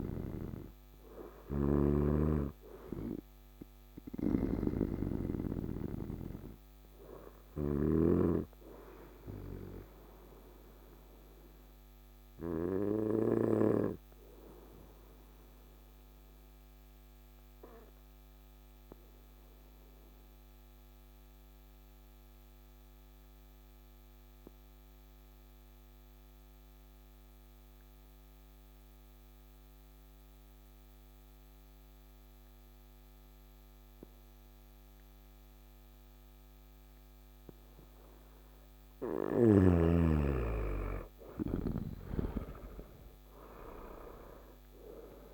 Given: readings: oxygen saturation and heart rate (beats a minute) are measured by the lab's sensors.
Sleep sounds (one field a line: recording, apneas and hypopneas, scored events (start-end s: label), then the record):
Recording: breathing in sleep by a microphone on the trachea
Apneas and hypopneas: 1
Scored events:
0.00-7.50 s: snoring (device-marked)
0.00-13.00 s: oxygen desaturation (device-marked, oxygen 92% lowest, heart rate 55 extreme)
8.00-36.50 s: obstructive apnea (oxygen 98% before, 91% lowest, heart rate 62 before, 55 extreme, up 9 after)
32.00-45.34 s: oxygen desaturation (device-marked, oxygen 98% before, 91% lowest, heart rate 55 before, 54 extreme)
40.00-44.50 s: arousal
From the record:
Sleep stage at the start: N2 (light sleep)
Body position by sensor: on the right side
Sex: male